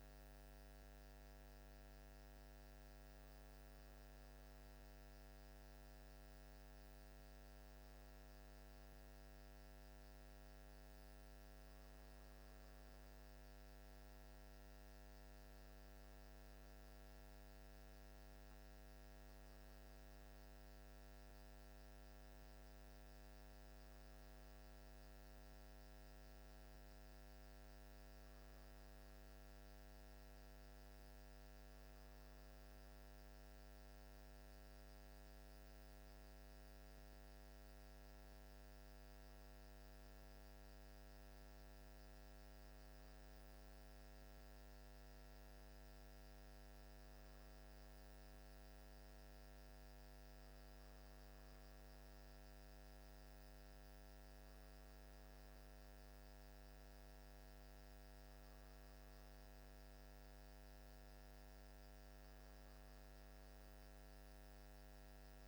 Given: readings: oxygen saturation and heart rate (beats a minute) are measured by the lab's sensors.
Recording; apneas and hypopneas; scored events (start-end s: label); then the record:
breathing in sleep, hard to hear, by a microphone on the trachea; none
none scored
From the record:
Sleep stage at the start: N1 (lightest sleep); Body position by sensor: on the back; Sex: male